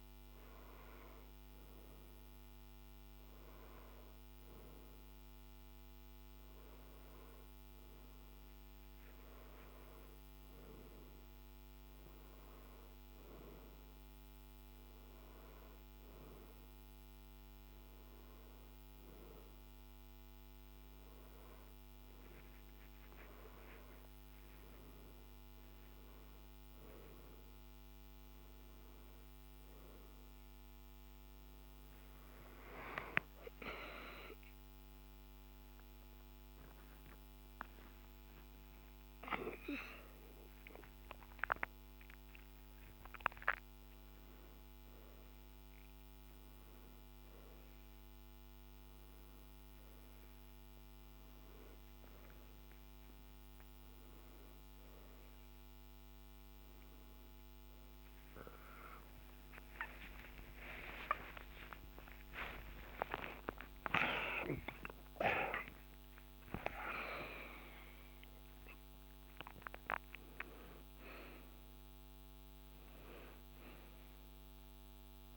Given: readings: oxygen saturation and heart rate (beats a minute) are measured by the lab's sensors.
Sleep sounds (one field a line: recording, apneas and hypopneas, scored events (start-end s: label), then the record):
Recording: a person partly awake in a sleep study, by a microphone on the trachea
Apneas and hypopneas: none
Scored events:
45.00-75.37 s: new sleep stage, awake
59.00-66.00 s: tachycardia (device-marked, heart rate 65 before, 137 extreme)
From the record:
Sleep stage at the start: N2 (light sleep)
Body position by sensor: on the back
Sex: male